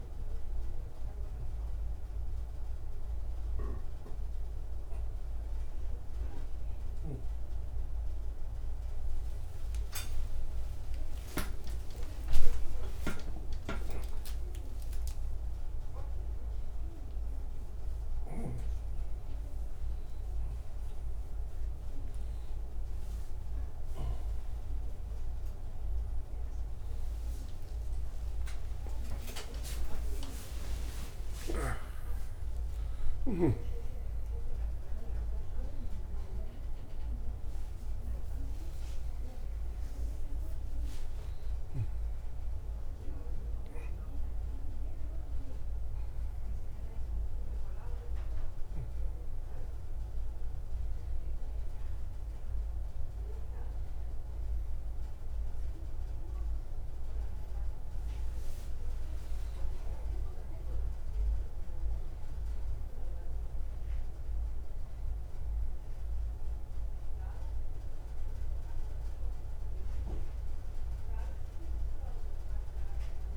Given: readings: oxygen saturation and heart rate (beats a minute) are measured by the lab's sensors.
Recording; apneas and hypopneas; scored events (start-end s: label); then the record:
a person awake in a sleep study, by a room microphone; none
none scored
From the record:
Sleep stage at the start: awake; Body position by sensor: on the right side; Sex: male